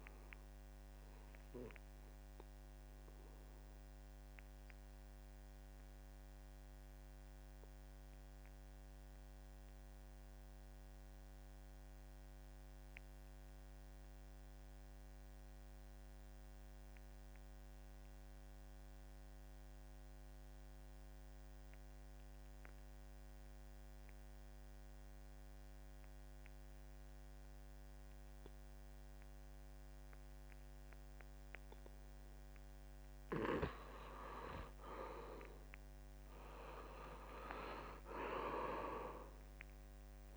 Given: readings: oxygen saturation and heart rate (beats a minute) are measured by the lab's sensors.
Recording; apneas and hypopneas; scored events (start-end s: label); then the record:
breathing in sleep by a microphone on the trachea; 1
0.00-8.00 s: oxygen desaturation (device-marked, oxygen 76% lowest, heart rate 66 extreme)
4.00-31.50 s: obstructive apnea (oxygen 91% before, 77% lowest, heart rate 74 before, 66 extreme, up 18 after)
20.00-40.37 s: oxygen desaturation (device-marked, oxygen 96% before, 78% lowest, heart rate 67 before, 66 extreme)
36.00-39.50 s: arousal
37.50-39.50 s: long interval between heartbeats (device-marked, heart rate 71 before, 85 extreme)
From the record:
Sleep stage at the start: N2 (light sleep); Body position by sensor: on the back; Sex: male